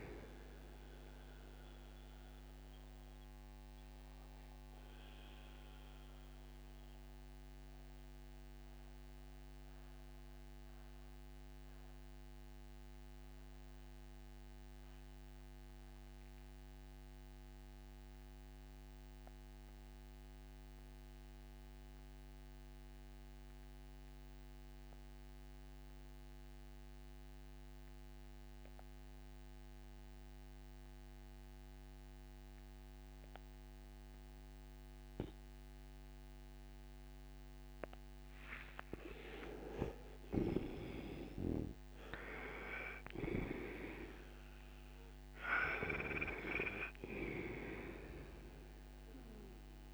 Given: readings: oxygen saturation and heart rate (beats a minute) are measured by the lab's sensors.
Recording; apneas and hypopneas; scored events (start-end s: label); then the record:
breathing in sleep by a microphone on the trachea; 1
0.00-25.50 s: oxygen desaturation (device-marked, oxygen 82% lowest, heart rate 58 extreme)
1.50-37.00 s: mixed apnea (oxygen 98% before, 82% lowest, heart rate 66 before, 58 extreme, up 18 after)
37.50-49.94 s: oxygen desaturation (device-marked, oxygen 98% before, 82% lowest, heart rate 60 before, 58 extreme)
38.00-43.00 s: arousal
From the record:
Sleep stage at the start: N2 (light sleep); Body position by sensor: on the right side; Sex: male